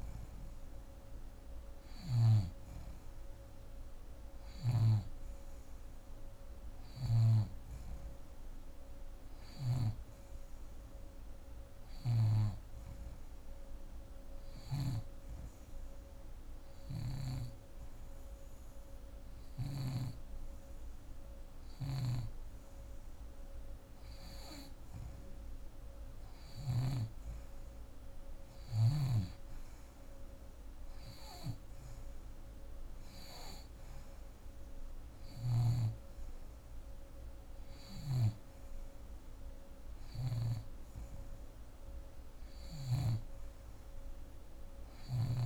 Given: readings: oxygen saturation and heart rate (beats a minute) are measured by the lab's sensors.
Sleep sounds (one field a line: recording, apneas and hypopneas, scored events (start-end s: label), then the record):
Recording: breathing in sleep by a room microphone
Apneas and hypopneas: 1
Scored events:
13.50-24.00 s: hypopnea (oxygen 89% before, 85% lowest, heart rate 190 before, 94 extreme, up 41 after)
21.50-26.50 s: snoring (device-marked)
25.50-29.50 s: arousal
28.50-42.50 s: snoring (device-marked)
29.50-45.46 s: oxygen desaturation (device-marked, oxygen 88% before, 85% lowest, heart rate 188 before, 75 extreme)
From the record:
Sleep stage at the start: N2 (light sleep)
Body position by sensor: on the back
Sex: female